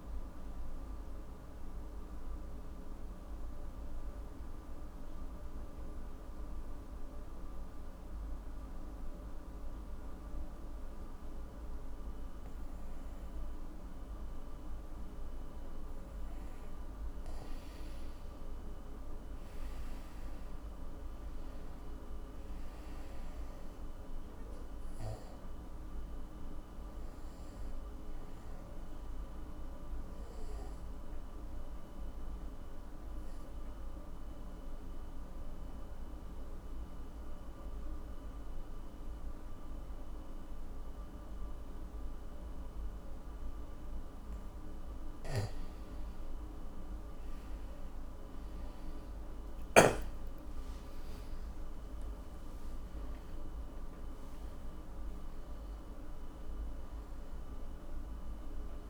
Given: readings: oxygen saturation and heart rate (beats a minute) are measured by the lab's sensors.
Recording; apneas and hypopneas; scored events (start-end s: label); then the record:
breathing in sleep, hard to hear, by a room microphone; 2
2.00-15.50 s: mixed apnea (oxygen 97% before, 89% lowest, heart rate 93 before, 47 extreme, up 13 after)
18.00-21.50 s: arousal
24.50-39.50 s: oxygen desaturation (device-marked, oxygen 98% before, 92% lowest, heart rate 53 before, 46 extreme)
30.00-44.00 s: mixed apnea (oxygen 98% before, 89% lowest, heart rate 53 before, 46 extreme, up 29 after)
47.00-51.00 s: arousal
50.50-58.90 s: oxygen desaturation (device-marked, oxygen 98% before, 89% lowest, heart rate 54 before, 46 extreme)
From the record:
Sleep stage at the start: N2 (light sleep); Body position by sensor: on the back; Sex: male